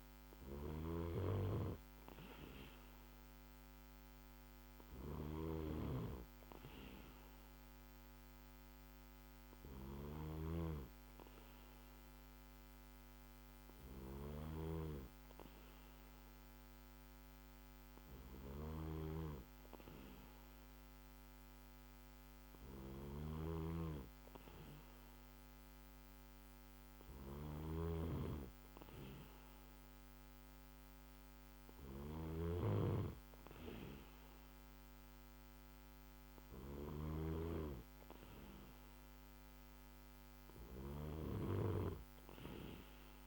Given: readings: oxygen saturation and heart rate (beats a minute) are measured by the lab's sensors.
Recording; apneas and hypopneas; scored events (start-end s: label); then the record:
breathing in sleep by a microphone on the trachea; none
none scored
From the record:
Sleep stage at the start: N2 (light sleep); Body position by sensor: on the back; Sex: male